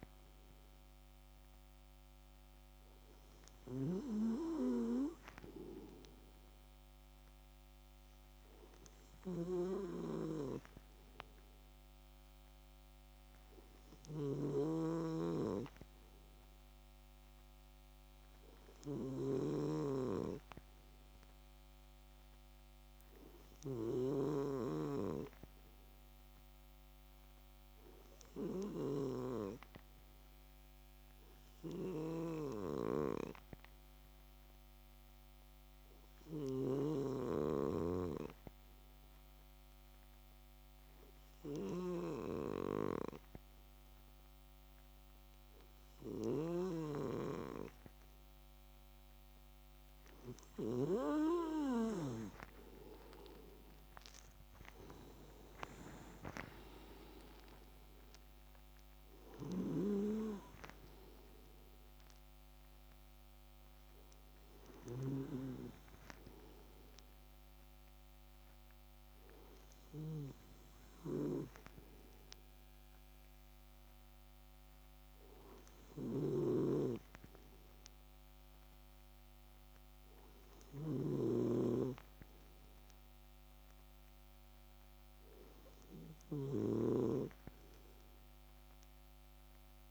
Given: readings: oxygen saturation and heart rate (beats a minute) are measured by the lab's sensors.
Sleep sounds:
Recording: breathing in sleep by a microphone on the trachea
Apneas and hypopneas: 1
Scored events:
0.00-14.50 s: snoring (device-marked)
13.00-48.00 s: hypopnea (oxygen 98% before, 95% lowest)
36.50-52.00 s: snoring (device-marked)
52.50-56.50 s: arousal
76.00-89.91 s: snoring (device-marked)
From the record:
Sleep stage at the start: N2 (light sleep)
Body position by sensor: on the left side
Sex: male

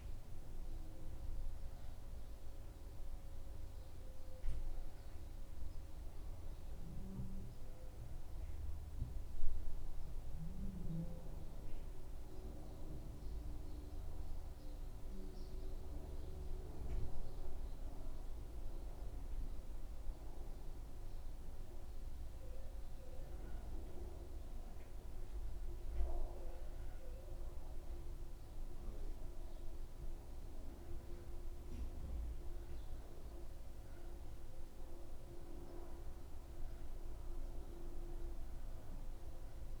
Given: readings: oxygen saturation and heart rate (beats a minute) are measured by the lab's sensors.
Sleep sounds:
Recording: breathing in sleep by a room microphone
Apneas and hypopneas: 1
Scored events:
9.50-21.00 s: hypopnea (oxygen 95% before, 93% lowest, heart rate 76 before, 74 extreme, up 4 after)
22.50-26.50 s: arousal
From the record:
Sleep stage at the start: N1 (lightest sleep)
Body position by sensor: on the back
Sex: male

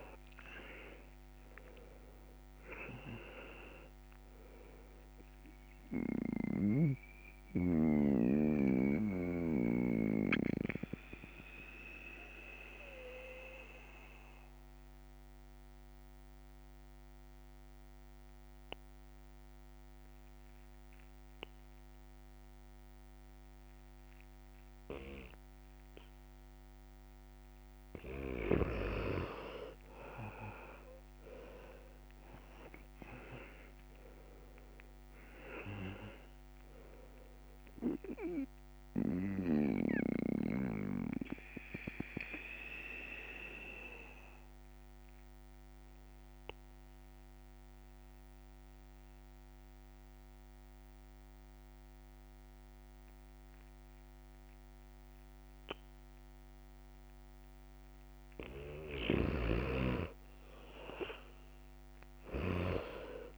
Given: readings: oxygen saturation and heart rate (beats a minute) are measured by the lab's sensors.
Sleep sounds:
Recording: breathing in sleep by a microphone on the trachea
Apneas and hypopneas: 2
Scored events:
4.00-29.00 s: oxygen desaturation (device-marked, oxygen 99% before, 89% lowest, heart rate 67 before, 64 extreme)
5.50-27.50 s: mixed apnea (oxygen 99% before, 89% lowest, heart rate 67 before, 64 extreme, up 3 after)
30.50-34.00 s: arousal
38.50-57.00 s: mixed apnea (oxygen 99% before, 89% lowest, heart rate 68 before, 64 extreme, up 5 after)
42.00-60.00 s: oxygen desaturation (device-marked, oxygen 98% before, 89% lowest, heart rate 69 before, 64 extreme)
61.00-63.38 s: arousal
From the record:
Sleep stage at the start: N2 (light sleep)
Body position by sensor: on the back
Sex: male

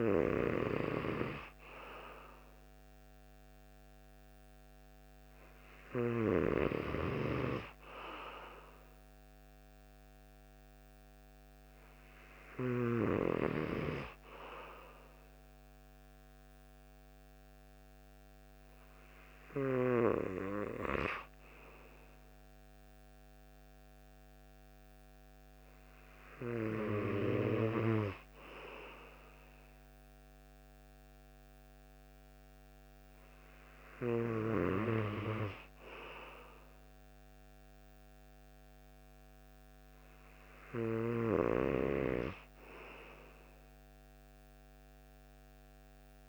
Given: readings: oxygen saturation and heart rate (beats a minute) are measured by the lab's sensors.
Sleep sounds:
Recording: breathing in sleep by a microphone on the trachea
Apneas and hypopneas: none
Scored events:
none scored
From the record:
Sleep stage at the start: N2 (light sleep)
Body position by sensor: on the right side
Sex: male

